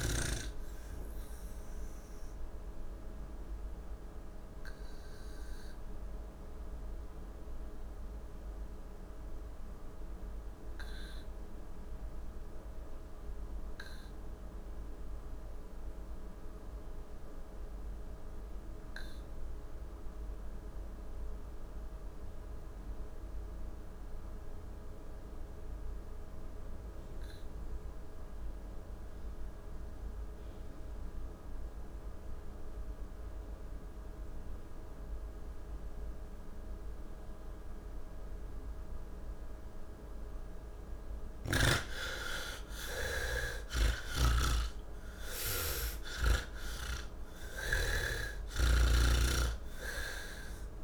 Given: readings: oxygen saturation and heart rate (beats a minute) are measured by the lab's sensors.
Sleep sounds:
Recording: breathing in sleep by a room microphone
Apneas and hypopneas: 1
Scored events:
0.00-16.00 s: oxygen desaturation (device-marked, oxygen 62% lowest, heart rate 81 extreme)
1.00-40.50 s: mixed apnea (oxygen 75% before, 62% lowest, heart rate 139 before, 81 extreme, up 0 after)
21.00-50.84 s: oxygen desaturation (device-marked, oxygen 96% before, 64% lowest, heart rate 155 before, 84 extreme)
43.50-48.00 s: snoring (device-marked)
From the record:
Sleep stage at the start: N2 (light sleep)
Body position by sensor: on the back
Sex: male

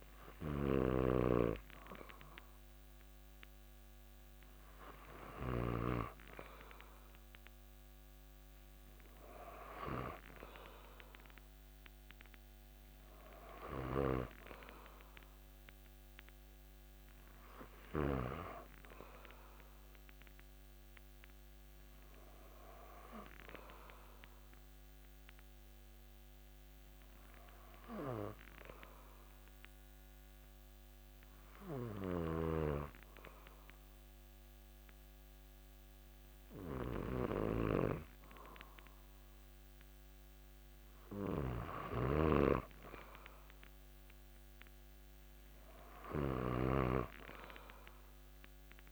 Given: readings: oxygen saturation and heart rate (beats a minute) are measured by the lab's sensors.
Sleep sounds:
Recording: breathing in sleep by a microphone on the trachea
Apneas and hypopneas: 1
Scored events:
0.00-6.00 s: snoring (device-marked)
25.50-39.50 s: hypopnea (oxygen 96% before, 94% lowest)
32.00-48.92 s: snoring (device-marked)
42.00-47.00 s: arousal
From the record:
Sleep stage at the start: N2 (light sleep)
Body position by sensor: on the back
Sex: male

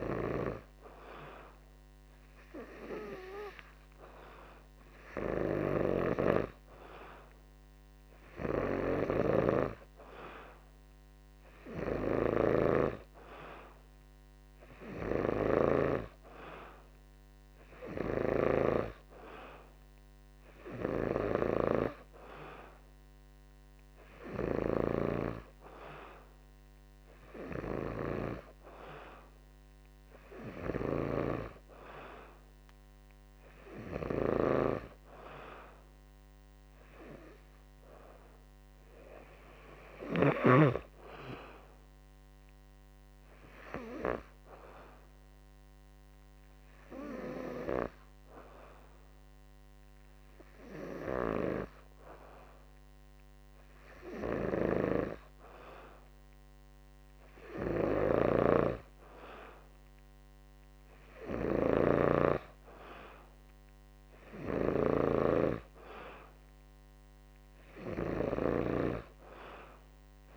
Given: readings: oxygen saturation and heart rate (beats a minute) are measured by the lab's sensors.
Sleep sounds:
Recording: breathing in sleep by a microphone on the trachea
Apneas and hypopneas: 1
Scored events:
32.50-36.50 s: arousal
43.50-55.50 s: hypopnea (oxygen 93% before, 91% lowest, heart rate 59 before, 50 extreme, up 15 after)
60.00-64.00 s: arousal
From the record:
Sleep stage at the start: N2 (light sleep)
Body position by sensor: on the back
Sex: male

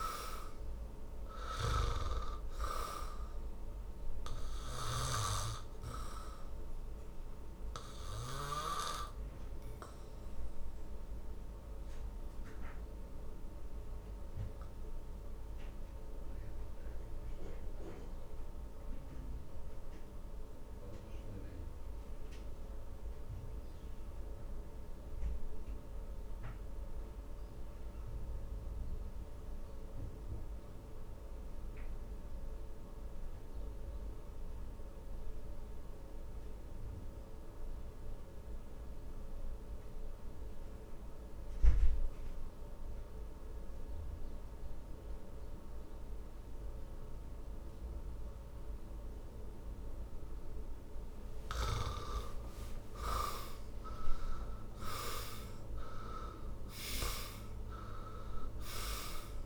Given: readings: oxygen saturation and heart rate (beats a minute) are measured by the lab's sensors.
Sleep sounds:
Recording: breathing in sleep by a room microphone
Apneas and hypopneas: 1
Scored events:
0.00-31.50 s: oxygen desaturation (device-marked, oxygen 78% lowest, heart rate 54 extreme)
1.50-9.00 s: snoring (device-marked)
5.00-51.50 s: obstructive apnea (oxygen 99% before, 75% lowest, heart rate 62 before, 53 extreme, up 22 after)
47.50-59.46 s: oxygen desaturation (device-marked, oxygen 98% before, 75% lowest, heart rate 57 before, 53 extreme)
53.00-57.00 s: arousal
From the record:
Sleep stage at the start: N2 (light sleep)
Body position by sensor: on the back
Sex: male

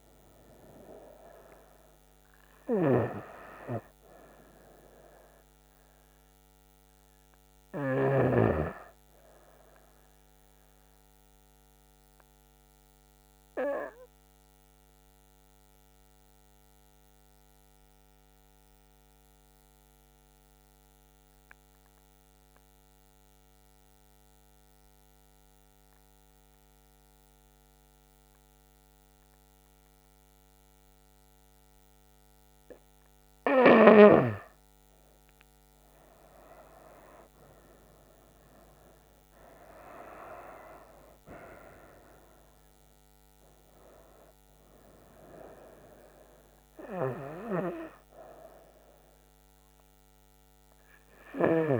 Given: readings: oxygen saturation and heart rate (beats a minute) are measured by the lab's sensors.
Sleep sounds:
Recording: breathing in sleep by a microphone on the trachea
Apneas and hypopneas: 1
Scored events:
0.00-13.00 s: oxygen desaturation (device-marked, oxygen 92% lowest, heart rate 64 extreme)
10.00-34.00 s: obstructive apnea (oxygen 96% before, 91% lowest, heart rate 72 before, 64 extreme, up 7 after)
31.00-50.00 s: oxygen desaturation (device-marked, oxygen 97% before, 91% lowest, heart rate 67 before, 65 extreme)
35.50-38.50 s: arousal
From the record:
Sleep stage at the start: N2 (light sleep)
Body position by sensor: on the back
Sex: female

